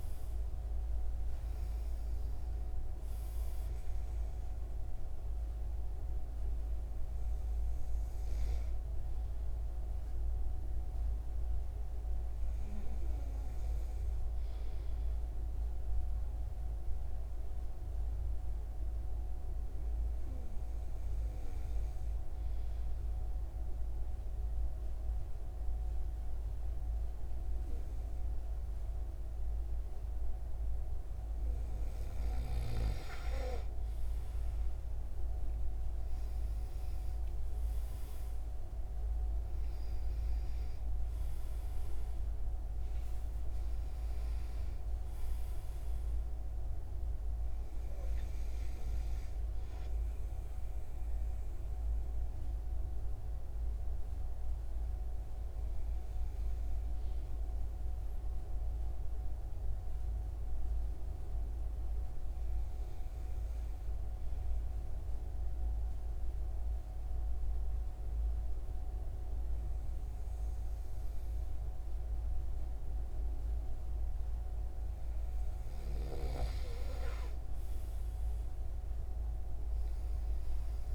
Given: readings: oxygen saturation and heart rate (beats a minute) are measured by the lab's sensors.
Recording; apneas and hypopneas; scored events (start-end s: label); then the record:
breathing in sleep, hard to hear, by a room microphone; 2
15.00-31.00 s: hypopnea (oxygen 96% before, 92% lowest, heart rate 81 before, 74 extreme, up 7 after)
33.00-36.50 s: arousal
36.50-61.50 s: oxygen desaturation (device-marked, oxygen 96% before, 92% lowest, heart rate 76 before, 73 extreme)
58.00-74.50 s: hypopnea (oxygen 96% before, 91% lowest, heart rate 83 before, 77 extreme, up 22 after)
79.50-80.95 s: arousal
From the record:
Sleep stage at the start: N2 (light sleep); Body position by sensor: on the right side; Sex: male